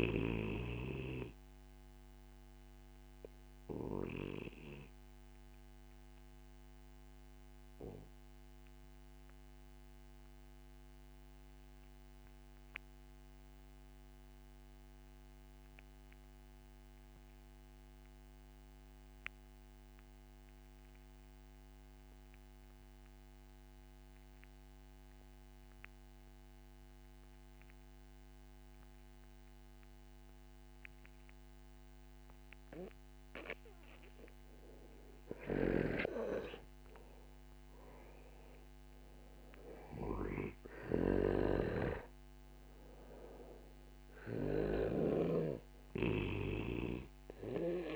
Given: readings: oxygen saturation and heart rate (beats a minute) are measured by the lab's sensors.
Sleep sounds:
breathing in sleep by a microphone on the trachea; 1
0.00-15.00 s: oxygen desaturation (device-marked, oxygen 90% lowest)
2.50-36.50 s: obstructive apnea (oxygen 98% before, 90% lowest)
30.00-47.96 s: oxygen desaturation (device-marked, oxygen 97% before, 90% lowest)
38.50-42.00 s: arousal
From the record:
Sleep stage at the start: N2 (light sleep); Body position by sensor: on the back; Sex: male

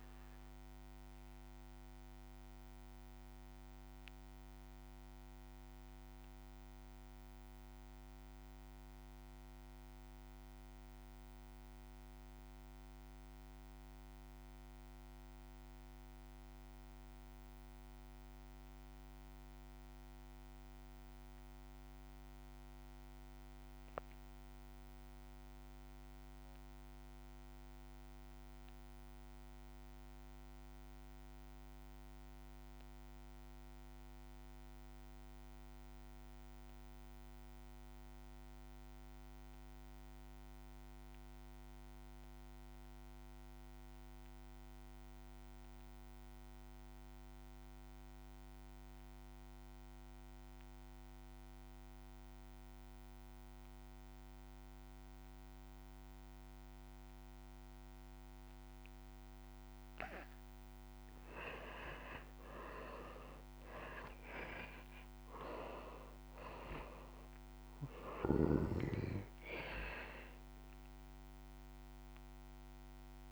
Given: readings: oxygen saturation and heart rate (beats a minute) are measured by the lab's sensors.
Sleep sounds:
breathing in sleep by a microphone on the trachea; 1
1.00-59.50 s: obstructive apnea (oxygen 98% before, 65% lowest, heart rate 54 before, 49 extreme, up 19 after)
29.50-73.32 s: oxygen desaturation (device-marked, oxygen 95% before, 65% lowest, heart rate 52 before, 50 extreme)
61.50-65.50 s: arousal
From the record:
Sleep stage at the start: REM sleep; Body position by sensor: on the back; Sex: male

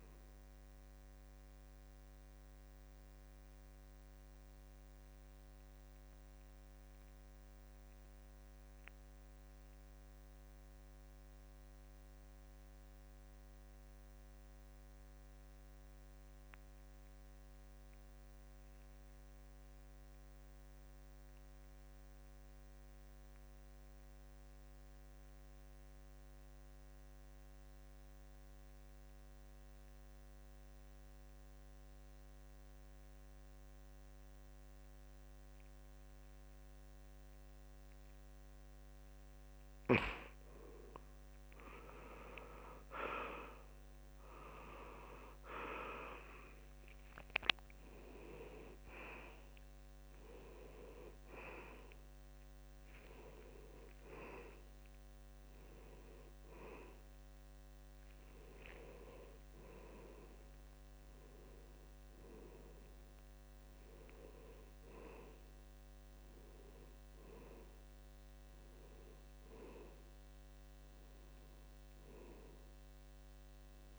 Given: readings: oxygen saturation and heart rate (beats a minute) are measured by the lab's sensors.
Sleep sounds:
breathing in sleep by a microphone on the trachea; 1
0.00-6.50 s: oxygen desaturation (device-marked, oxygen 82% lowest, heart rate 67 extreme)
1.50-39.00 s: mixed apnea (oxygen 88% before, 80% lowest, heart rate 73 before, 67 extreme, up 6 after)
25.50-66.50 s: oxygen desaturation (device-marked, oxygen 96% before, 80% lowest, heart rate 70 before, 67 extreme)
42.50-46.00 s: arousal
68.50-72.00 s: arousal
From the record:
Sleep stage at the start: N2 (light sleep); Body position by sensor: on the back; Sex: male

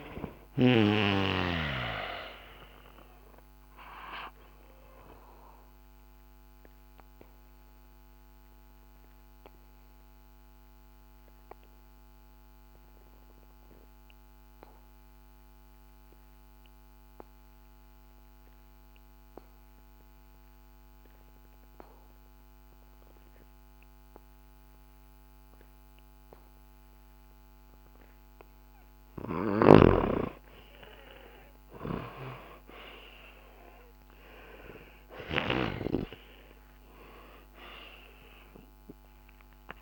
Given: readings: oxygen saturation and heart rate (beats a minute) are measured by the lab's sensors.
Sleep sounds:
breathing in sleep by a microphone on the trachea; 1
4.00-20.00 s: oxygen desaturation (device-marked, oxygen 97% before, 92% lowest, heart rate 66 before, 62 extreme)
4.00-28.50 s: obstructive apnea (oxygen 97% before, 90% lowest, heart rate 66 before, 62 extreme)
31.50-36.00 s: arousal
From the record:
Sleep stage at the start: N2 (light sleep); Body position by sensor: on the back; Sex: male

